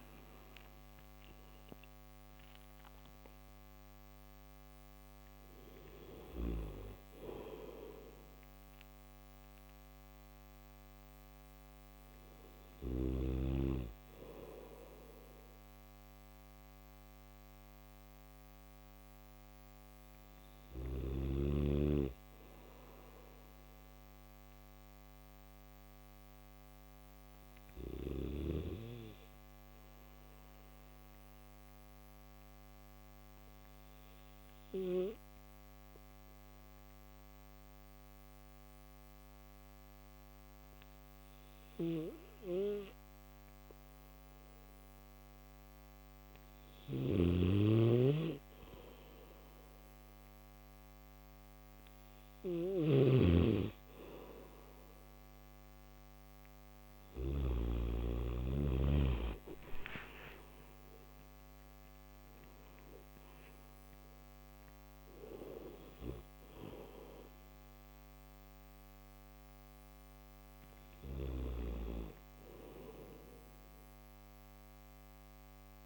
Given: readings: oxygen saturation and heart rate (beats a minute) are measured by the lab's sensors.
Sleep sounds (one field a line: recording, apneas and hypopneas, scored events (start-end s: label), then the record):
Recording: breathing in sleep by a microphone on the trachea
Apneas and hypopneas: 1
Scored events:
0.00-11.00 s: oxygen desaturation (device-marked, oxygen 90% lowest, heart rate 66 extreme)
31.00-47.00 s: obstructive apnea (oxygen 97% before, 91% lowest, heart rate 69 before, 72 extreme, up 6 after)
45.00-72.00 s: oxygen desaturation (device-marked, oxygen 96% before, 91% lowest, heart rate 72 before, 70 extreme)
46.50-57.00 s: snoring (device-marked)
From the record:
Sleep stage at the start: N2 (light sleep)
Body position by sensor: on the back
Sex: male